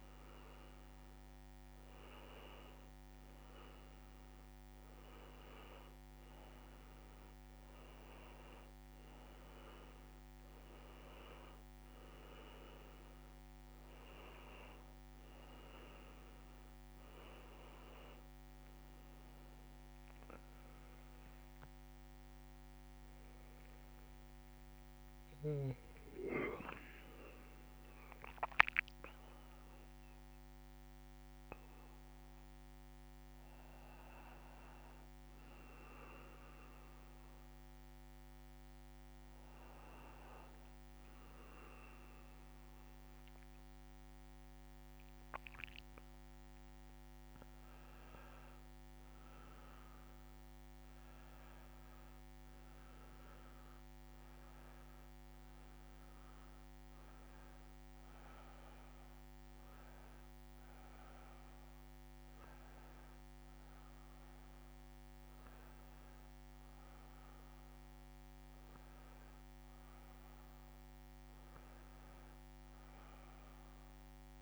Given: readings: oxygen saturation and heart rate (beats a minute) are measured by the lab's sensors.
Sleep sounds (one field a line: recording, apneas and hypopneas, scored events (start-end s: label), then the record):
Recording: a person partly awake in a sleep study, by a microphone on the trachea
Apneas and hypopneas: none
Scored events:
33.00-74.42 s: new sleep stage, N1 (lightest sleep)
53.00-67.00 s: oxygen desaturation (device-marked, oxygen 98% before, 91% lowest)
From the record:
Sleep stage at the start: awake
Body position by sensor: on the back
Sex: male